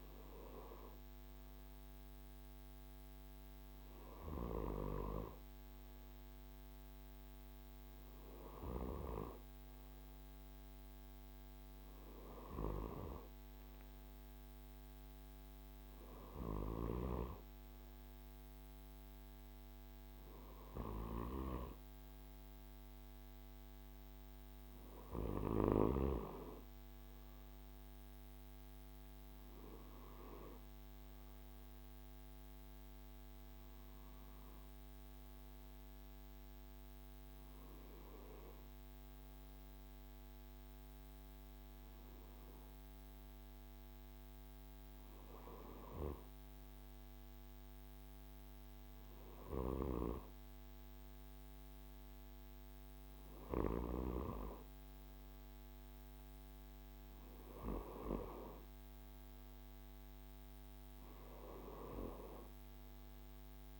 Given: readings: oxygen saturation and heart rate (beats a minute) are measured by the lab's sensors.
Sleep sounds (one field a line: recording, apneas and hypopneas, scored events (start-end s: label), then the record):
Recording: breathing in sleep by a microphone on the trachea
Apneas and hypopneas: none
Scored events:
none scored
From the record:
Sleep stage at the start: N2 (light sleep)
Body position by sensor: on the right side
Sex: male